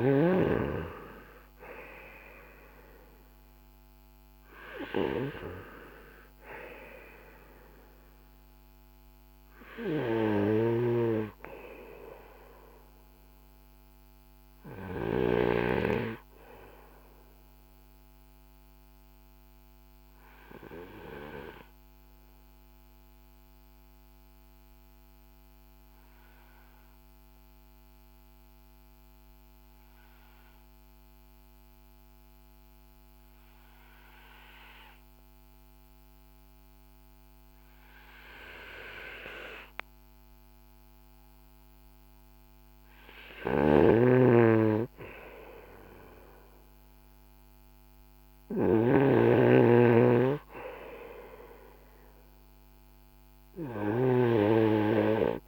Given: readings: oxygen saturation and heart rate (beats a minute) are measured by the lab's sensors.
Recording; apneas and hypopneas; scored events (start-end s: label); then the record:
breathing in sleep by a microphone on the trachea; 1
0.00-1.00 s: arousal
17.00-41.50 s: obstructive apnea (oxygen 96% before, 91% lowest, heart rate 52 before, 40 extreme, up 19 after)
42.50-53.00 s: snoring (device-marked)
47.50-52.00 s: arousal
48.00-55.48 s: oxygen desaturation (device-marked, oxygen 96% before, 91% lowest, heart rate 50 before, 37 extreme)
From the record:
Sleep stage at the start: N2 (light sleep); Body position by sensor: on the right side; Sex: male